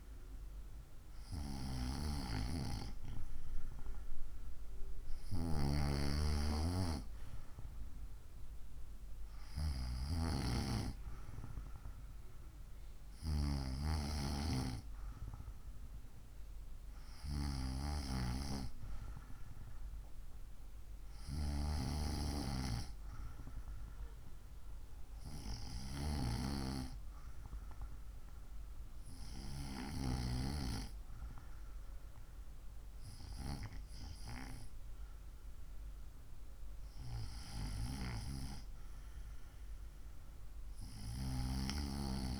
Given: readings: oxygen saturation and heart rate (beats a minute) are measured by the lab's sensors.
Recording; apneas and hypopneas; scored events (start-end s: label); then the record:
breathing in sleep by a room microphone; none
none scored
From the record:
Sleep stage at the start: N2 (light sleep); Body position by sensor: on the right side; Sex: female